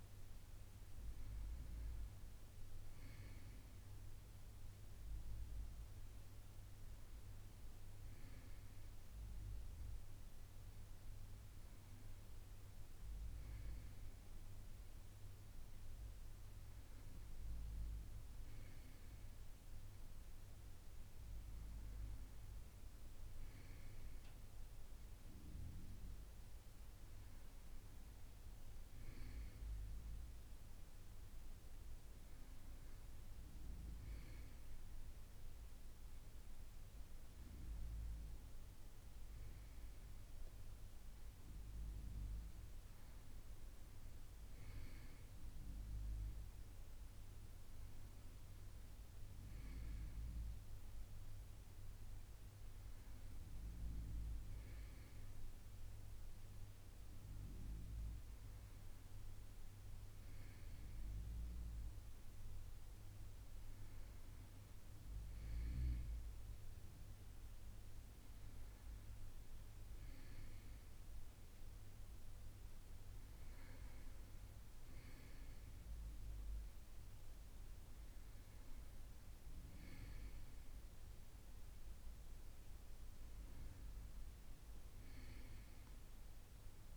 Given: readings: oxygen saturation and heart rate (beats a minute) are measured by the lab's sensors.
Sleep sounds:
a person awake in a sleep study, hard to hear, by a room microphone; none
none scored
From the record:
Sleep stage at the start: awake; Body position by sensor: on the right side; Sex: male

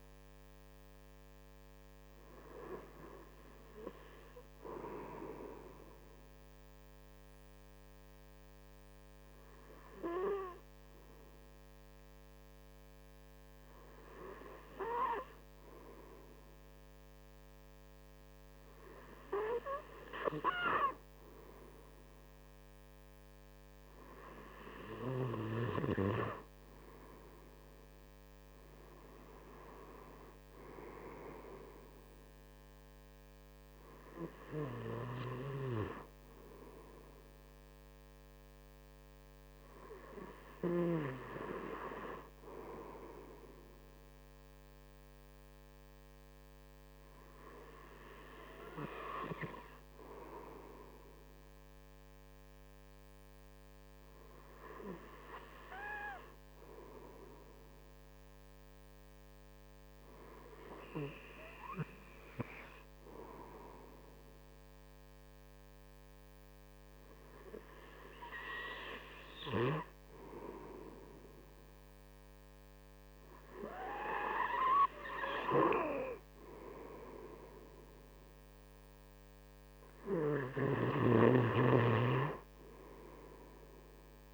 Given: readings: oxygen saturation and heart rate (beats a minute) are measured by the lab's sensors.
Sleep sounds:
breathing in sleep by a microphone on the trachea; 2
4.50-16.50 s: hypopnea (oxygen 96% before, 94% lowest)
18.00-22.50 s: arousal
53.00-69.50 s: hypopnea (oxygen 96% before, 94% lowest)
71.00-74.50 s: arousal
From the record:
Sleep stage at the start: N2 (light sleep); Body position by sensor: on the right side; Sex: male

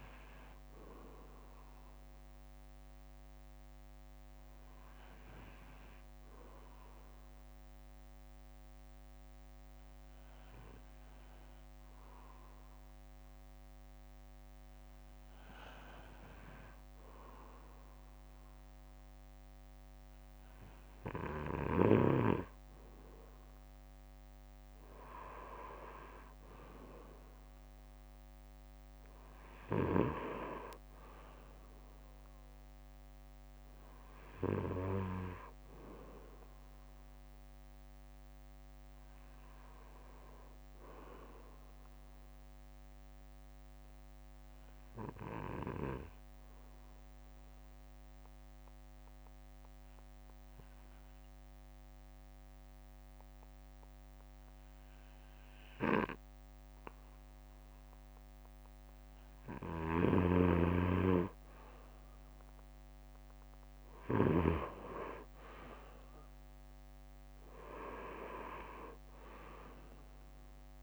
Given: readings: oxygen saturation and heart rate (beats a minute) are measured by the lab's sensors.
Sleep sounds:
breathing in sleep by a microphone on the trachea; 1
0.00-14.50 s: bradycardia (device-marked, heart rate 55 extreme)
16.50-18.50 s: bradycardia (device-marked, heart rate 64 before, 58 extreme)
21.50-23.50 s: bradycardia (device-marked, heart rate 64 before, 60 extreme)
33.50-35.50 s: bradycardia (device-marked, heart rate 62 before, 60 extreme)
37.50-60.50 s: bradycardia (device-marked, heart rate 62 before, 56 extreme)
41.50-59.00 s: obstructive apnea (oxygen 97% before, 93% lowest, heart rate 61 before, 56 extreme, up 4 after)
62.50-67.00 s: arousal
From the record:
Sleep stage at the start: N2 (light sleep); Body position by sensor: on the back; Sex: male

